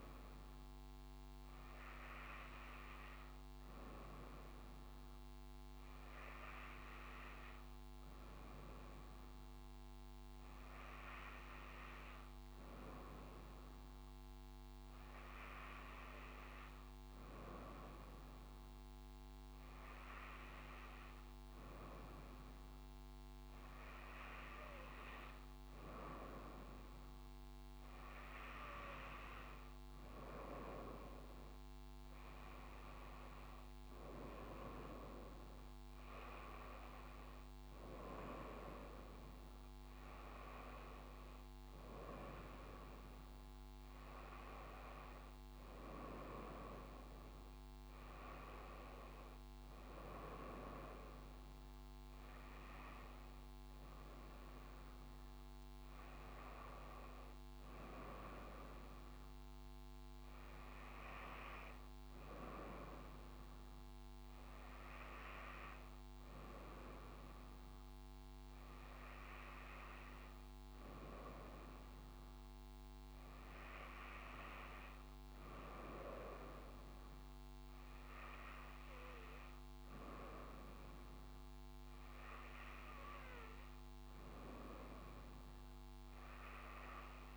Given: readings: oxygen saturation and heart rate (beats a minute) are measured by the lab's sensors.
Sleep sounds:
breathing in sleep by a microphone on the trachea; none
53.00-57.00 s: arousal
From the record:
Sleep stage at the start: N2 (light sleep); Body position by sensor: on the front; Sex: female

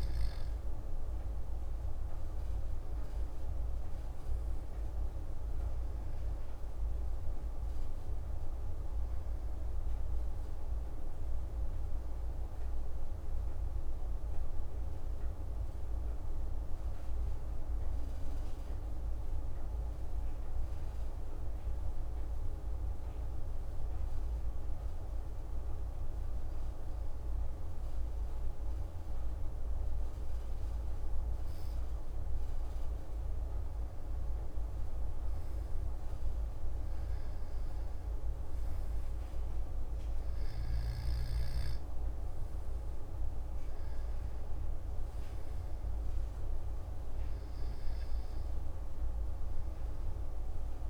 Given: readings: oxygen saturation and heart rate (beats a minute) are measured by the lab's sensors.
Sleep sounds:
breathing in sleep, hard to hear, by a room microphone; 1
0.00-2.50 s: oxygen desaturation (device-marked, oxygen 92% lowest)
19.50-32.00 s: obstructive apnea (oxygen 95% before, 93% lowest)
33.50-38.00 s: arousal
43.50-50.90 s: oxygen desaturation (device-marked, oxygen 97% before, 93% lowest)
From the record:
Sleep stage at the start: N2 (light sleep); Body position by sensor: on the back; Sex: male

